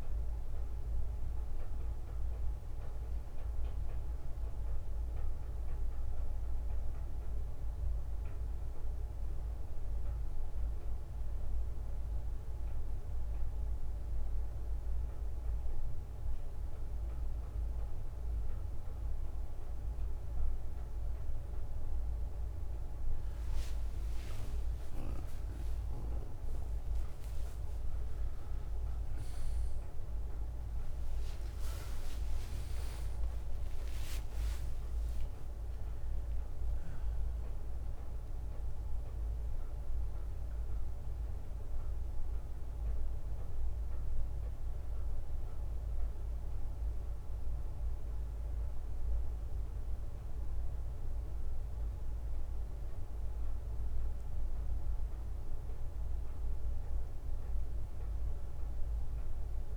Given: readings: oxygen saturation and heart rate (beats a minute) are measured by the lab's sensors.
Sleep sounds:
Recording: a person awake in a sleep study, hard to hear, by a room microphone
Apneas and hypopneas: none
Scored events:
none scored
From the record:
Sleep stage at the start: awake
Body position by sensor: on the back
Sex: male

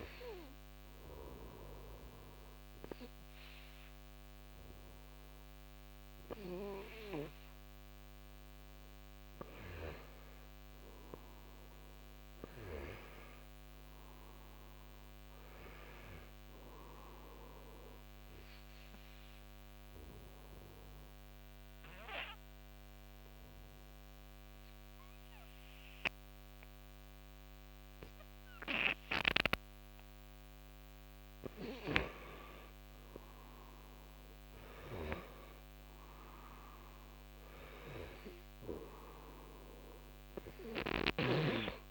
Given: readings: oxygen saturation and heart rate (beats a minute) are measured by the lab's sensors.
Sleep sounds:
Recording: breathing in sleep by a microphone on the trachea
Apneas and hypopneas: 1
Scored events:
0.00-4.50 s: oxygen desaturation (device-marked, oxygen 91% lowest, heart rate 68 extreme)
10.00-15.00 s: arousal
21.50-34.00 s: obstructive apnea (oxygen 93% before, 87% lowest, heart rate 71 before, 68 extreme, up 4 after)
36.00-40.50 s: arousal
36.50-41.91 s: oxygen desaturation (device-marked, oxygen 93% before, 90% lowest, heart rate 71 before, 68 extreme)
From the record:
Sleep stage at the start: N2 (light sleep)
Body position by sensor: on the right side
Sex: male

